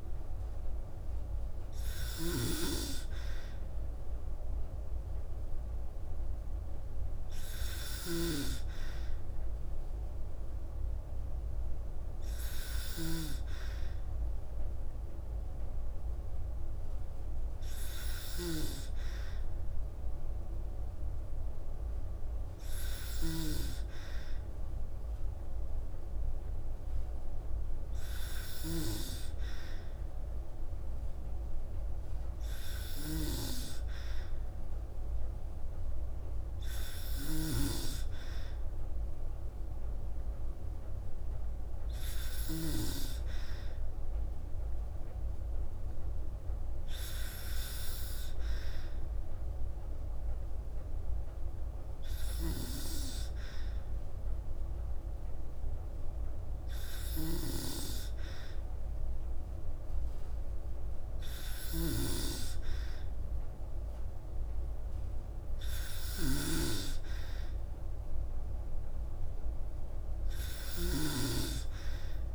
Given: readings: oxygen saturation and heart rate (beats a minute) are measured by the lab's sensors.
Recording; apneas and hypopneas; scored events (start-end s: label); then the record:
breathing in sleep by a room microphone; none
0.00-23.00 s: snoring (device-marked)
32.00-42.00 s: snoring (device-marked)
51.50-72.35 s: snoring (device-marked)
From the record:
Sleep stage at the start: N2 (light sleep); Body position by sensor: on the back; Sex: female